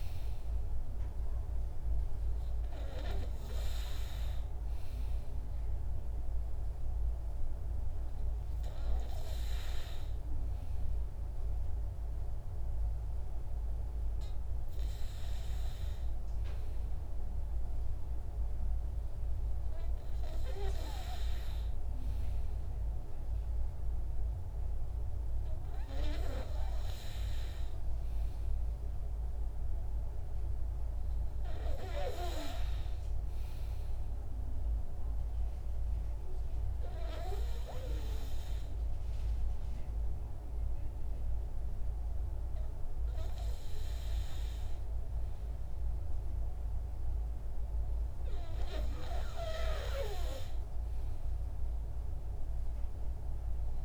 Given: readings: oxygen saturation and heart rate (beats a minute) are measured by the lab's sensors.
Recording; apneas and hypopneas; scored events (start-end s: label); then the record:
breathing in sleep by a room microphone; 1
0.00-3.50 s: arousal
36.50-49.50 s: hypopnea (oxygen 97% before, 93% lowest, heart rate 69 before, 67 extreme, up 5 after)
51.50-53.85 s: arousal
From the record:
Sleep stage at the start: N2 (light sleep); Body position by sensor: on the back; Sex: male